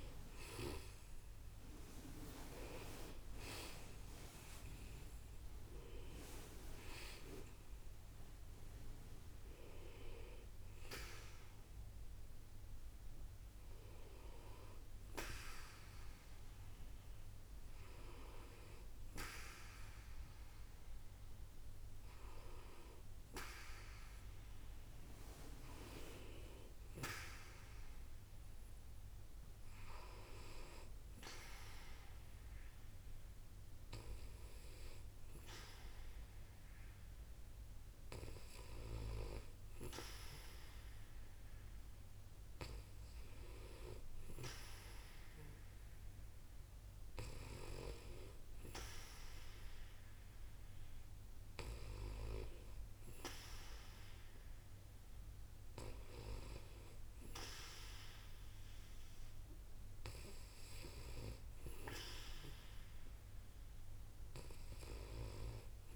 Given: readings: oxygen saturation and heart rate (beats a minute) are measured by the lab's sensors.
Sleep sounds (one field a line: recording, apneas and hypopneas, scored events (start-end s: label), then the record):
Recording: breathing in sleep by a room microphone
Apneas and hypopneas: none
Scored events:
0.00-3.00 s: oxygen desaturation (device-marked, oxygen 92% lowest, heart rate 63 extreme)
0.00-3.50 s: arousal
From the record:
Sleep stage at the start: N2 (light sleep)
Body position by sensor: on the back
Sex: female